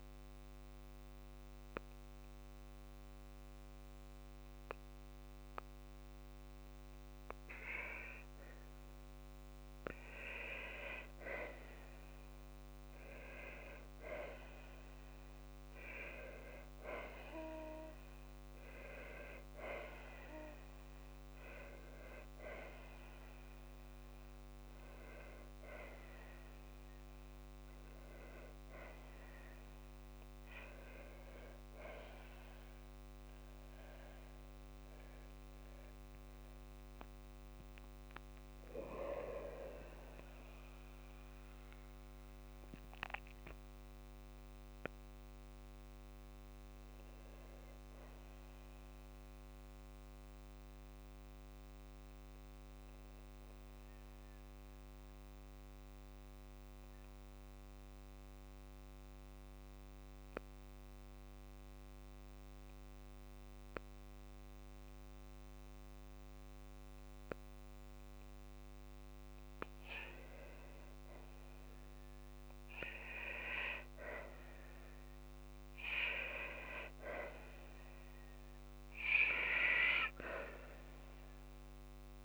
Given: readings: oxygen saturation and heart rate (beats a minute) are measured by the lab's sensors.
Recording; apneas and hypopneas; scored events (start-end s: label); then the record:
breathing in sleep by a microphone on the trachea; 2
4.00-20.00 s: obstructive apnea (oxygen 99% before, 94% lowest, heart rate 57 before, 57 extreme, up 2 after)
31.50-33.50 s: long interval between heartbeats (device-marked, heart rate 59 before, 77 extreme)
33.50-35.50 s: long interval between heartbeats (device-marked, heart rate 62 before, 87 extreme)
34.50-51.50 s: oxygen desaturation (device-marked, oxygen 97% before, 94% lowest, heart rate 63 before, 54 extreme)
35.50-39.50 s: arousal
39.50-41.50 s: long interval between heartbeats (device-marked, heart rate 71 before, 80 extreme)
48.00-62.00 s: obstructive apnea (oxygen 97% before, 94% lowest, heart rate 78 before, 54 extreme)
65.00-68.50 s: arousal
76.00-78.00 s: long interval between heartbeats (device-marked, heart rate 55 before, 70 extreme)
From the record:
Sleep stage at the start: N2 (light sleep); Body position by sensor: on the back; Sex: female